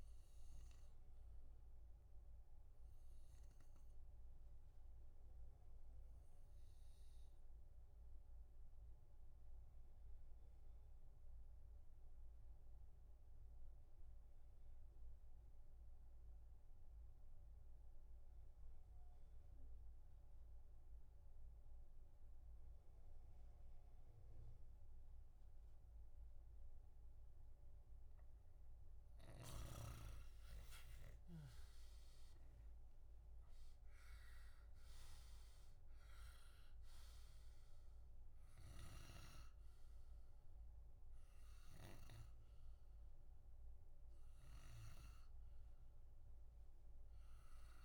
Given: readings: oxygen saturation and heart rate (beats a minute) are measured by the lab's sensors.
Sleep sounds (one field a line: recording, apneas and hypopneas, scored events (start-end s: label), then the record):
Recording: breathing in sleep by a room microphone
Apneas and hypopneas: 1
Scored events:
0.00-8.00 s: oxygen desaturation (device-marked, oxygen 90% lowest, heart rate 56 extreme)
2.00-47.85 s: new sleep stage, REM sleep
4.00-28.00 s: obstructive apnea (oxygen 94% before, 87% lowest, heart rate 62 before, 56 extreme, up 7 after)
30.00-34.00 s: arousal
33.00-46.00 s: oxygen desaturation (device-marked, oxygen 93% before, 90% lowest, heart rate 58 before, 63 extreme)
38.50-45.00 s: snoring (device-marked)
From the record:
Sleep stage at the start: N2 (light sleep)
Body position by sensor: on the back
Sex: male